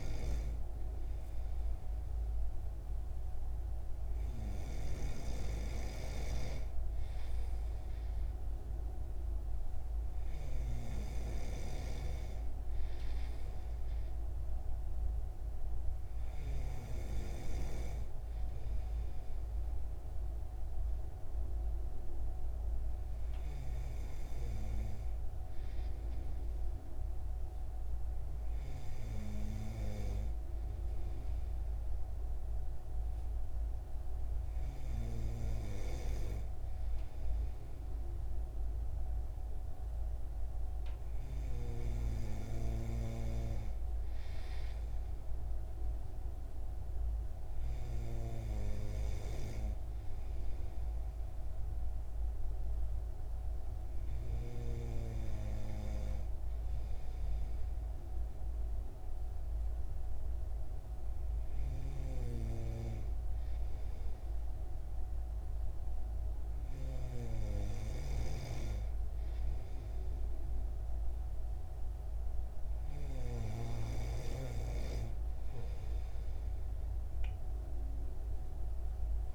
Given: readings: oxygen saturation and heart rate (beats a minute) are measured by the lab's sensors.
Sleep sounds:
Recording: breathing in sleep by a room microphone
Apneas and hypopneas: none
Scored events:
none scored
From the record:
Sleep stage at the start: N2 (light sleep)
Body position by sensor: on the right side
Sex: male

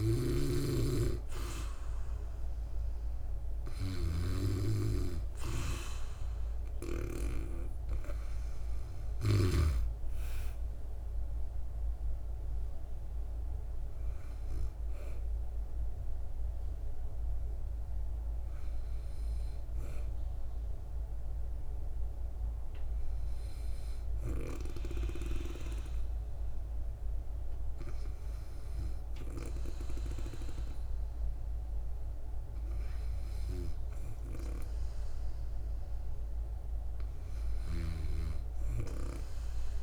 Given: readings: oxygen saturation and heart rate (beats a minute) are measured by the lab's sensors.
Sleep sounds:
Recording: breathing in sleep by a room microphone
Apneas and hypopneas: none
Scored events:
0.00-1.50 s: arousal
0.00-9.50 s: snoring (device-marked)
From the record:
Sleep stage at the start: N2 (light sleep)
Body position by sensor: on the back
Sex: female

